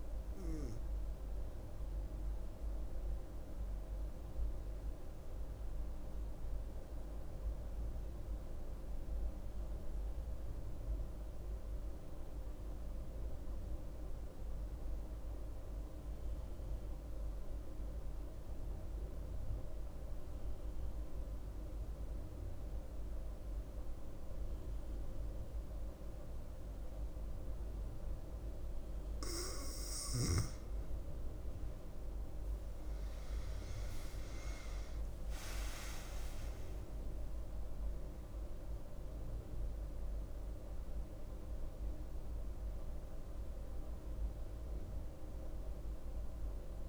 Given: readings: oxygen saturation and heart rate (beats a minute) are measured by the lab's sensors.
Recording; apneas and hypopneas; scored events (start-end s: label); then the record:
breathing in sleep, hard to hear, by a room microphone; 1
2.00-28.00 s: mixed apnea (oxygen 98% before, 92% lowest, heart rate 72 before, 66 extreme, up 5 after)
23.50-46.89 s: oxygen desaturation (device-marked, oxygen 98% before, 92% lowest, heart rate 67 before, 62 extreme)
32.50-37.50 s: arousal
From the record:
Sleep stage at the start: N2 (light sleep); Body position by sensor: on the right side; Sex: female